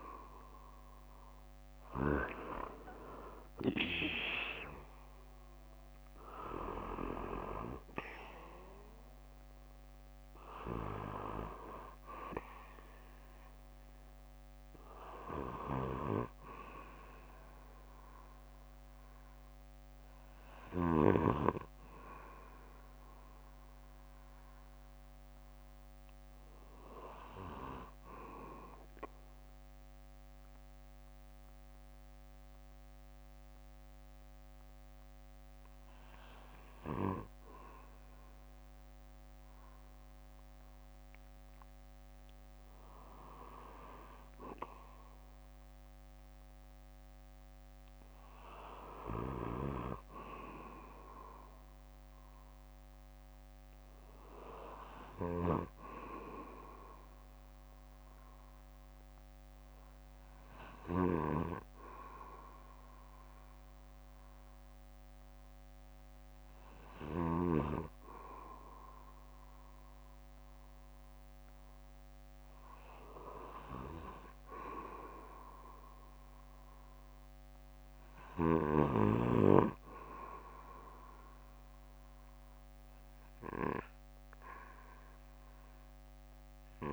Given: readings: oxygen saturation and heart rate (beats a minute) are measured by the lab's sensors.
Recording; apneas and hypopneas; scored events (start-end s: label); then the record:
breathing in sleep by a microphone on the trachea; 1
0.00-4.00 s: arousal
16.00-18.00 s: bradycardia (device-marked, heart rate 63 before, 60 extreme)
19.00-22.00 s: bradycardia (device-marked, heart rate 63 before, 58 extreme)
23.00-34.00 s: bradycardia (device-marked, heart rate 63 before, 54 extreme)
26.00-41.00 s: oxygen desaturation (device-marked, oxygen 95% before, 92% lowest, heart rate 62 before, 50 extreme)
28.00-42.50 s: hypopnea (oxygen 96% before, 92% lowest, heart rate 61 before, 50 extreme, up 4 after)
36.00-86.93 s: new sleep stage, N2 (light sleep)
44.50-49.00 s: arousal
47.00-49.00 s: bradycardia (device-marked, heart rate 63 before, 62 extreme)
51.00-58.00 s: bradycardia (device-marked, heart rate 63 before, 50 extreme)
59.00-61.00 s: bradycardia (device-marked, heart rate 63 before, 52 extreme)
62.00-77.00 s: bradycardia (device-marked, heart rate 63 before, 57 extreme)
From the record:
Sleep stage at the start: REM sleep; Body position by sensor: on the back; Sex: male